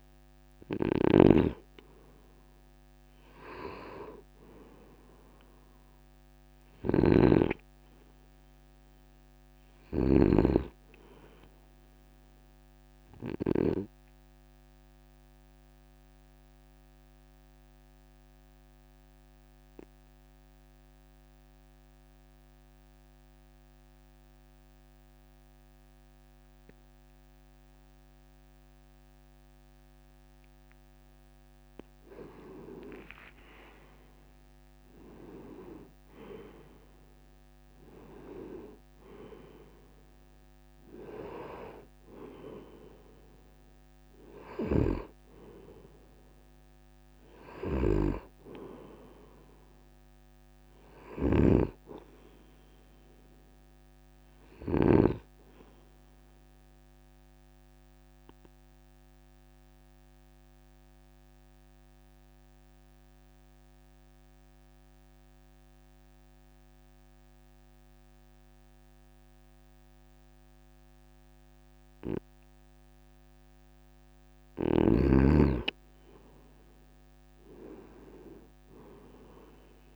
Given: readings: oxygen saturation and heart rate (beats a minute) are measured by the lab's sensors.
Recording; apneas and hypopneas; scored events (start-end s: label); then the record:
breathing in sleep by a microphone on the trachea; 2
0.00-13.50 s: snoring (device-marked)
12.50-31.00 s: obstructive apnea (oxygen 96% before, 92% lowest, heart rate 55 before, 51 extreme, up 8 after)
32.50-36.00 s: arousal
51.00-55.00 s: snoring (device-marked)
56.50-73.00 s: obstructive apnea (oxygen 96% before, 92% lowest, heart rate 56 before, 50 extreme, up 5 after)
76.50-79.96 s: arousal
From the record:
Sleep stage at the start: N2 (light sleep); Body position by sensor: on the right side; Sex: male